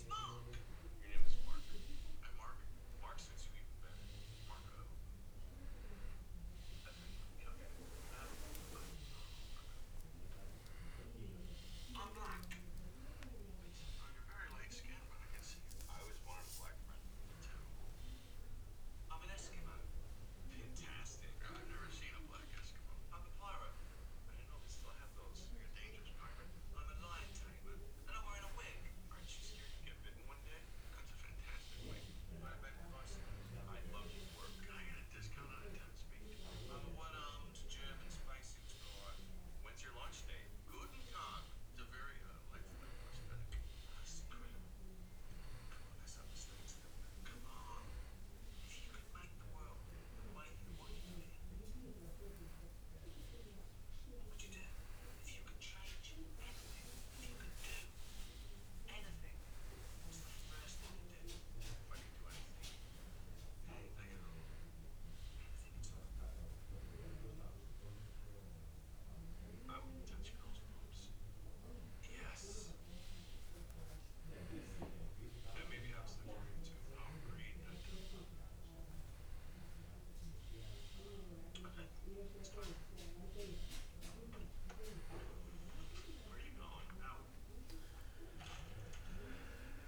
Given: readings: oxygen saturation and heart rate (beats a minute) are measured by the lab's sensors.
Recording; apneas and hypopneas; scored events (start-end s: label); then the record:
breathing in sleep by a room microphone; none
0.00-2.00 s: arousal
4.00-13.00 s: oxygen desaturation (device-marked, oxygen 97% before, 93% lowest, heart rate 96 before, 87 extreme)
From the record:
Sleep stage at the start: N2 (light sleep); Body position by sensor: on the back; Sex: male